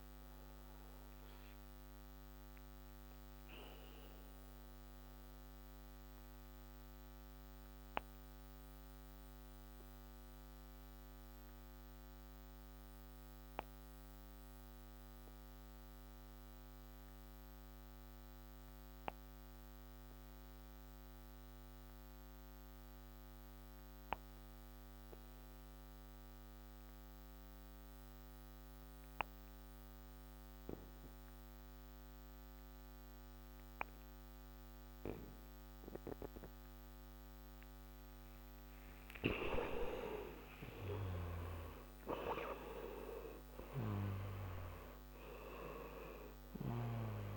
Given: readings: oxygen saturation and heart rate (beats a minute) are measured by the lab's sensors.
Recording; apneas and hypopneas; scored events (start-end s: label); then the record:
breathing in sleep by a microphone on the trachea; 1
0.00-26.00 s: oxygen desaturation (device-marked, oxygen 86% lowest, heart rate 26 extreme)
1.00-36.00 s: obstructive apnea (oxygen 99% before, 86% lowest)
39.00-45.00 s: arousal
From the record:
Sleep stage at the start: N2 (light sleep); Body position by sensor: on the back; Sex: male